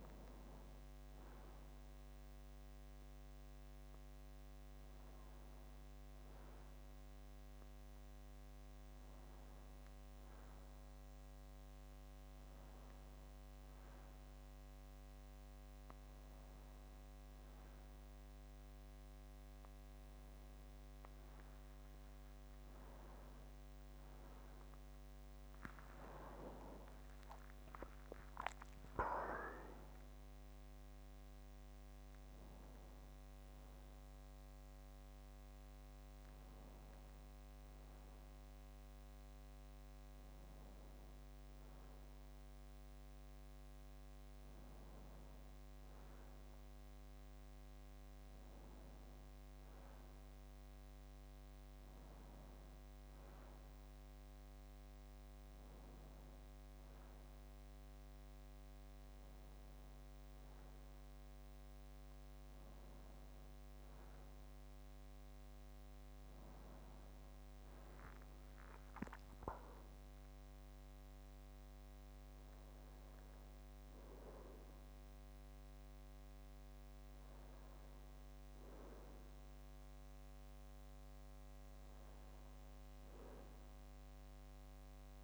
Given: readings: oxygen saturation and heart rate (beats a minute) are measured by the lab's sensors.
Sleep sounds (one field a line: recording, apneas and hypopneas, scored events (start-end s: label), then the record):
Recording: breathing in sleep, hard to hear, by a microphone on the trachea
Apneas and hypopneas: none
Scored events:
none scored
From the record:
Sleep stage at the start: N2 (light sleep)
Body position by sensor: on the back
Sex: male